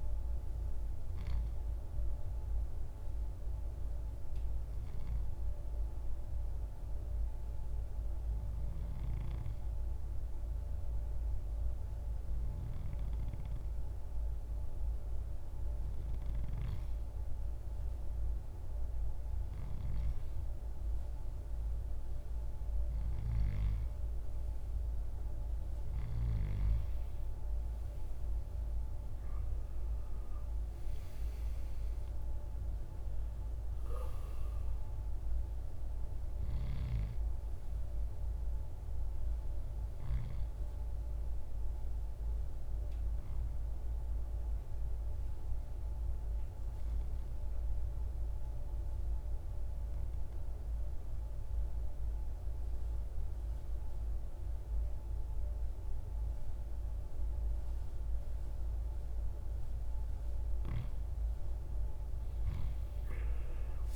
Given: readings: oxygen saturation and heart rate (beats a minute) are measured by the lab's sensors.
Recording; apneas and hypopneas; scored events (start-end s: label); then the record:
breathing in sleep, hard to hear, by a room microphone; 2
0.00-7.50 s: oxygen desaturation (device-marked, oxygen 89% lowest, heart rate 52 extreme)
1.00-15.00 s: obstructive apnea (oxygen 98% before, 89% lowest, heart rate 64 before, 53 extreme, up 8 after)
17.00-20.50 s: arousal
24.50-49.50 s: oxygen desaturation (device-marked, oxygen 98% before, 93% lowest, heart rate 57 before, 58 extreme)
43.50-59.50 s: obstructive apnea (oxygen 98% before, 88% lowest, heart rate 63 before, 58 extreme, up 11 after)
62.50-63.96 s: oxygen desaturation (device-marked, oxygen 97% before, 88% lowest, heart rate 59 before, 54 extreme)
From the record:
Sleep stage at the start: N2 (light sleep); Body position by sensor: on the right side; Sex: male